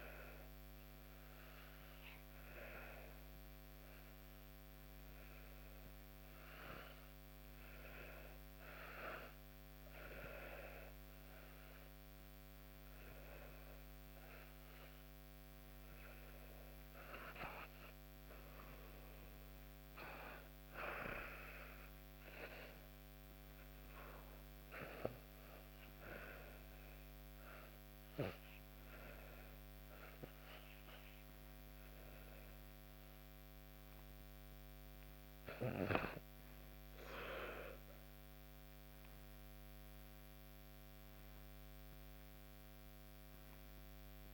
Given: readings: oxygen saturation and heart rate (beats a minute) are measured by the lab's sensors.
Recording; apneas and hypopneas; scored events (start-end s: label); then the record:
breathing in sleep by a microphone on the trachea; none
0.00-14.50 s: oxygen desaturation (device-marked, oxygen 88% lowest, heart rate 71 extreme)
From the record:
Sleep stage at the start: REM sleep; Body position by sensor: on the back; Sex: female